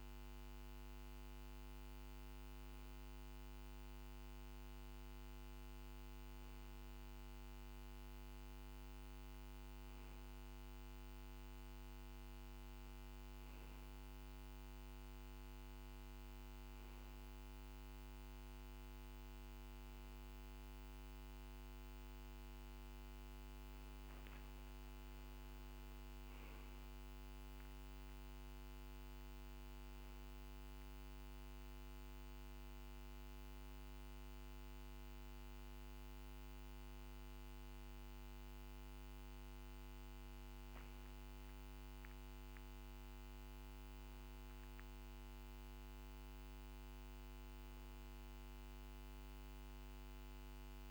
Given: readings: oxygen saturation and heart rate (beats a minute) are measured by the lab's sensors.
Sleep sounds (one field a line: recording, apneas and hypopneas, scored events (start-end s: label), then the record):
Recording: breathing in sleep, hard to hear, by a microphone on the trachea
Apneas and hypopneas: none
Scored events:
none scored
From the record:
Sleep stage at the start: N2 (light sleep)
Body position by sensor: on the back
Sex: male